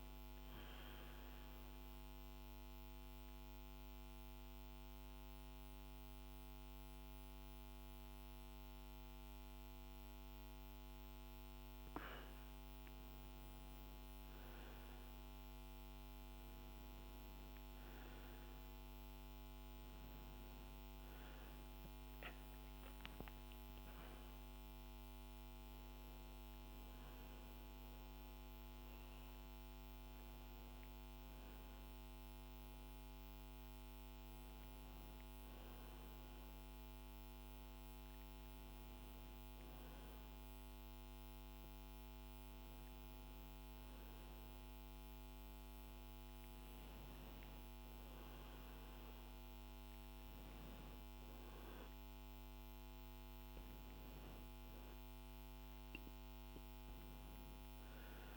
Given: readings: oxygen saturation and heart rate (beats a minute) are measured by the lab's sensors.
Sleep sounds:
breathing in sleep, hard to hear, by a microphone on the trachea; 1
0.50-10.50 s: mixed apnea (oxygen 99% before, 96% lowest, heart rate 87 before, 59 extreme, up 10 after)
14.50-19.50 s: arousal
From the record:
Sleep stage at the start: N1 (lightest sleep); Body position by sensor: on the back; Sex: female

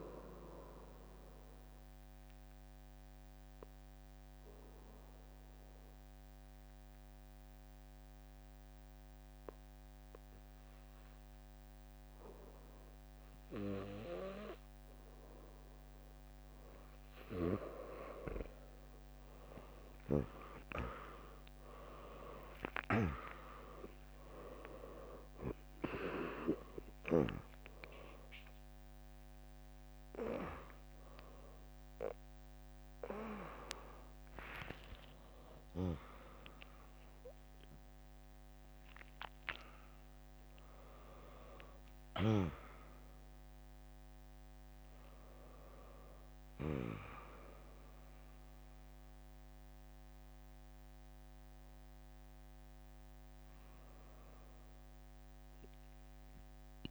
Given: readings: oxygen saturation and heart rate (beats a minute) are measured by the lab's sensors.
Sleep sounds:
a person awake in a sleep study, by a microphone on the trachea; 1
0.00-8.50 s: drop in pulse transit time (device-marked, heart rate 62 extreme)
0.00-8.50 s: oxygen desaturation (device-marked, oxygen 95% lowest, heart rate 60 extreme)
0.50-15.50 s: obstructive apnea (oxygen 100% before, 95% lowest, heart rate 70 before, 60 extreme)
23.50-53.50 s: new sleep stage, awake
24.50-30.50 s: tachycardia (device-marked, heart rate 74 before, 119 extreme)
24.50-34.50 s: drop in pulse transit time (device-marked, heart rate 72 before, 72 extreme)
24.50-42.50 s: oxygen desaturation (device-marked, oxygen 100% before, 96% lowest, heart rate 72 before, 64 extreme)
26.50-28.50 s: long interval between heartbeats (device-marked, heart rate 72 before, 97 extreme)
29.50-31.50 s: long interval between heartbeats (device-marked, heart rate 76 before, 119 extreme)
53.50-56.91 s: new sleep stage, N1 (lightest sleep)
From the record:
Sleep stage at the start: N2 (light sleep); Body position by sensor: on the back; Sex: female

